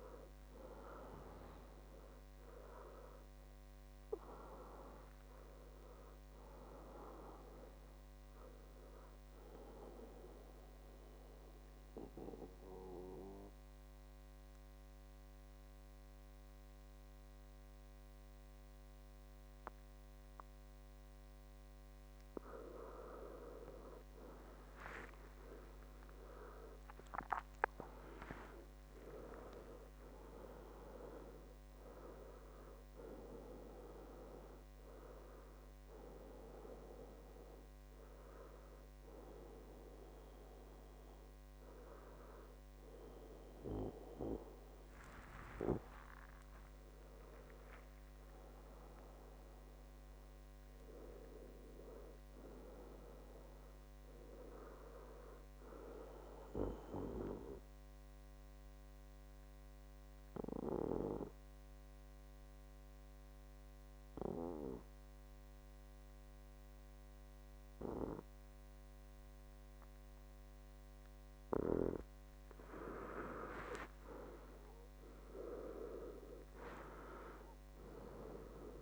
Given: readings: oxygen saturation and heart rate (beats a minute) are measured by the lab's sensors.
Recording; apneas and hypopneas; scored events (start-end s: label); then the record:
breathing in sleep by a microphone on the trachea; 3
9.00-22.50 s: mixed apnea (oxygen 97% before, 95% lowest, heart rate 74 before, 61 extreme, up 15 after)
26.00-31.00 s: arousal
36.50-47.50 s: hypopnea (oxygen 98% before, 93% lowest, heart rate 69 before, 59 extreme, up 3 after)
49.00-53.00 s: arousal
56.50-71.50 s: obstructive apnea (oxygen 98% before, 93% lowest, heart rate 68 before, 59 extreme, up 16 after)
75.00-77.00 s: long interval between heartbeats (device-marked, heart rate 62 before, 69 extreme)
75.00-78.82 s: arousal
From the record:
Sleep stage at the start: N2 (light sleep); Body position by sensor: on the back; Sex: male